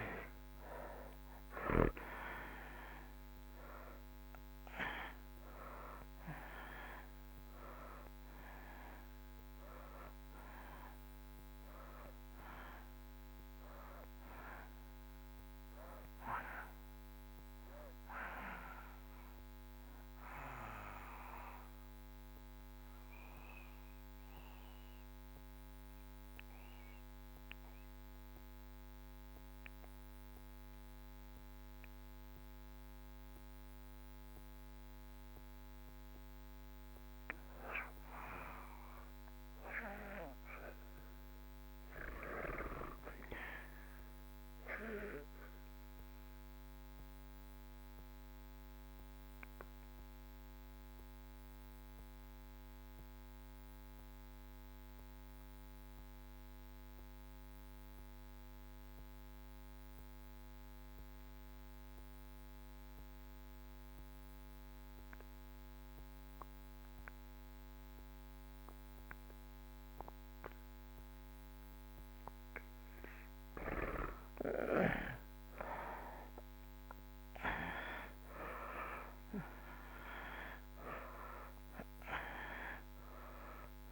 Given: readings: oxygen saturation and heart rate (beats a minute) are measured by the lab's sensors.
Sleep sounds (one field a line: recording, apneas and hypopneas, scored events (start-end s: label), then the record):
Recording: breathing in sleep by a microphone on the trachea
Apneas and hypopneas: 2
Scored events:
0.00-2.00 s: arousal
0.00-36.50 s: oxygen desaturation (device-marked, oxygen 64% lowest)
20.50-37.00 s: mixed apnea (oxygen 78% before, 63% lowest)
38.50-42.50 s: arousal
45.00-73.50 s: obstructive apnea (oxygen 97% before, 63% lowest)
45.50-71.50 s: oxygen desaturation (device-marked, oxygen 97% before, 79% lowest)
76.00-80.50 s: arousal
76.50-83.92 s: oxygen desaturation (device-marked, oxygen 84% before, 63% lowest)
From the record:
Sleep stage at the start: REM sleep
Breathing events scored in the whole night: 334 in 5.8 hours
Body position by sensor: on the back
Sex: male